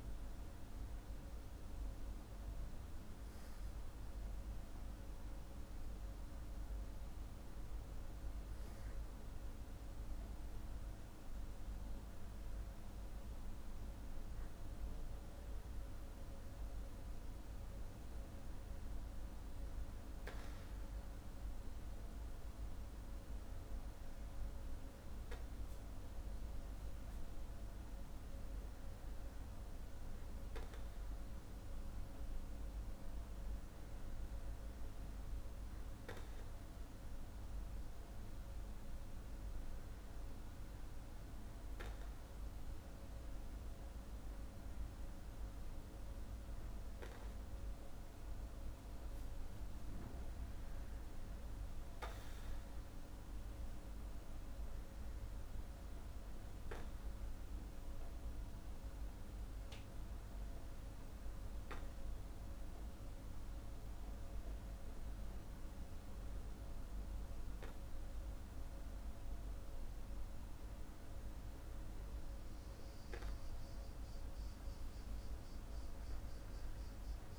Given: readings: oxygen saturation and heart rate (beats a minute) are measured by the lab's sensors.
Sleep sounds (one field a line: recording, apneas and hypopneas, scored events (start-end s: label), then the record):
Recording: breathing in sleep, hard to hear, by a room microphone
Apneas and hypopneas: none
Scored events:
none scored
From the record:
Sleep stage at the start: N2 (light sleep)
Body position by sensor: on the back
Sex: male